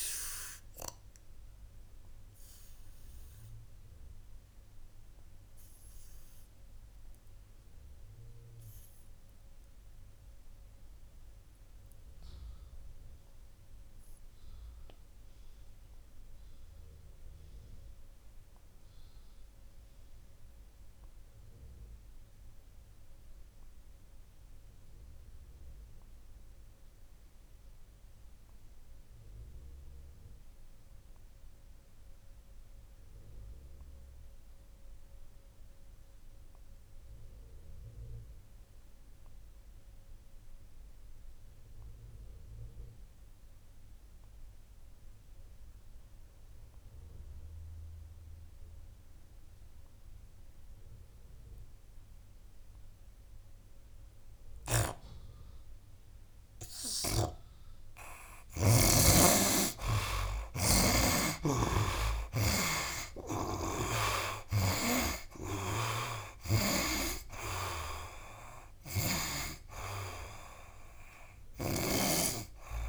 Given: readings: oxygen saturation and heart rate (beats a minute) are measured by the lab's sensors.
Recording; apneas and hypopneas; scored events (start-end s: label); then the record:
breathing in sleep by a room microphone; 1
0.00-15.00 s: oxygen desaturation (device-marked, oxygen 58% lowest, heart rate 69 extreme)
1.00-57.50 s: obstructive apnea (oxygen 95% before, 44% lowest, heart rate 83 before, 65 extreme, up 25 after)
20.00-72.89 s: oxygen desaturation (device-marked, oxygen 95% before, 44% lowest, heart rate 79 before, 65 extreme)
49.00-72.89 s: new sleep stage, N2 (light sleep)
52.00-54.00 s: long interval between heartbeats (device-marked, heart rate 68 before, 71 extreme)
54.50-56.50 s: long interval between heartbeats (device-marked, heart rate 68 before, 72 extreme)
57.00-59.00 s: long interval between heartbeats (device-marked, heart rate 68 before, 75 extreme)
59.00-62.50 s: snoring (device-marked)
61.00-66.00 s: arousal
64.50-69.00 s: snoring (device-marked)
From the record:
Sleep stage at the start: REM sleep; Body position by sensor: on the right side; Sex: male